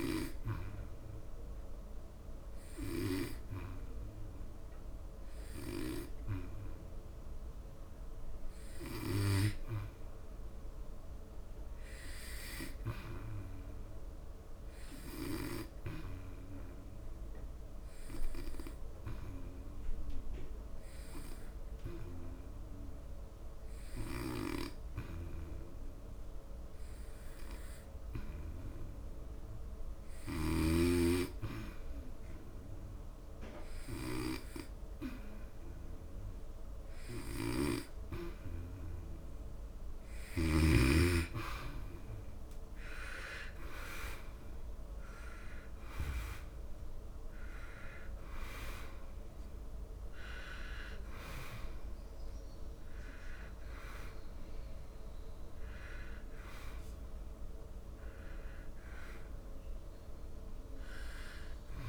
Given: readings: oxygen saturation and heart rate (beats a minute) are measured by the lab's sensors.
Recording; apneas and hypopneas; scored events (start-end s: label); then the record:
breathing in sleep by a room microphone; 1
0.00-14.00 s: oxygen desaturation (device-marked, oxygen 88% lowest, heart rate 68 extreme)
0.50-37.50 s: hypopnea (oxygen 98% before, 88% lowest, heart rate 75 before, 68 extreme, up 8 after)
31.00-50.00 s: oxygen desaturation (device-marked, oxygen 96% before, 89% lowest, heart rate 73 before, 69 extreme)
40.00-43.50 s: arousal
From the record:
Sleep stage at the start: N2 (light sleep); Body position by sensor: on the back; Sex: male